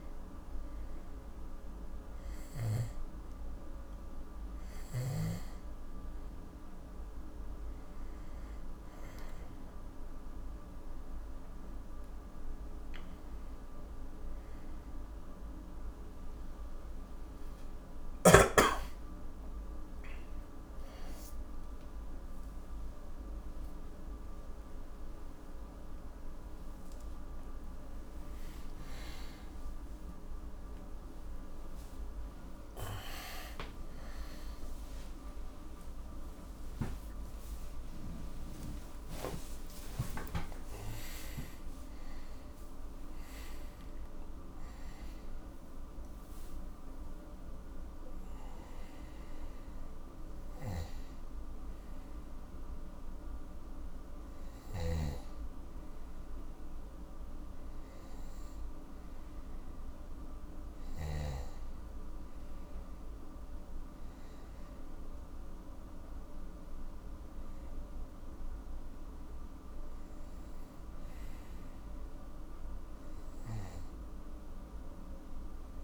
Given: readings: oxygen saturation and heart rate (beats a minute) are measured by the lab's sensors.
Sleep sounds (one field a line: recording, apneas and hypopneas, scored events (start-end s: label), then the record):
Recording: a person partly awake in a sleep study, hard to hear, by a room microphone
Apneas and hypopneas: none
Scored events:
29.00-59.00 s: new sleep stage, awake
54.50-61.00 s: snoring (device-marked)
59.00-75.84 s: new sleep stage, N2 (light sleep)
From the record:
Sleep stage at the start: N3 (deep sleep)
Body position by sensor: on the back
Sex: male